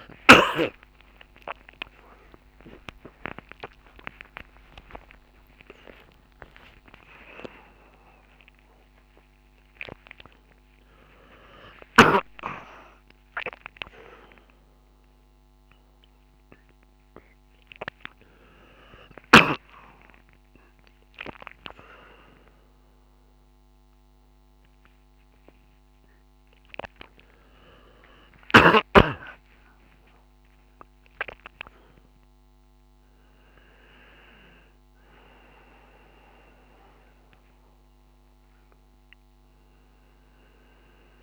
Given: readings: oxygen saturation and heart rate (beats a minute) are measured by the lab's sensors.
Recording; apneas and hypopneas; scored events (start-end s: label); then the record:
a person awake in a sleep study, by a microphone on the trachea; none
0.00-8.00 s: tachycardia (device-marked, heart rate 219 extreme)
From the record:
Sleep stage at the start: awake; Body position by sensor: on the front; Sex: male